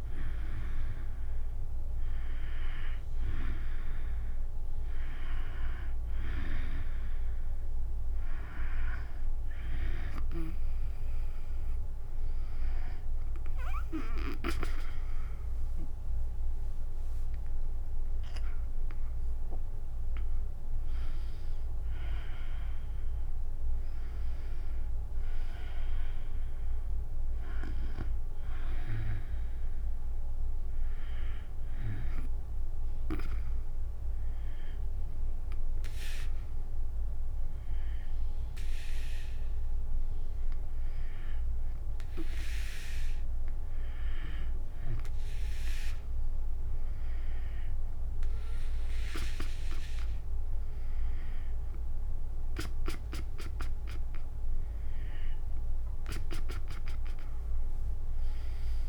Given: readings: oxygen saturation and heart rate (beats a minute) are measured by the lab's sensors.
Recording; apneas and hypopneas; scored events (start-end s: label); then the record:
breathing in sleep by a room microphone; 1
15.00-27.00 s: drop in pulse transit time (device-marked, heart rate 83 before, 83 extreme)
16.00-20.00 s: arousal
31.50-42.50 s: hypopnea (oxygen 95% before, 92% lowest, heart rate 87 before, 68 extreme, up 23 after)
45.50-49.00 s: arousal
49.00-58.89 s: tachycardia (device-marked, heart rate 95 before, 140 extreme)
From the record:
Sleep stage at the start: N2 (light sleep); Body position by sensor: on the back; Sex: female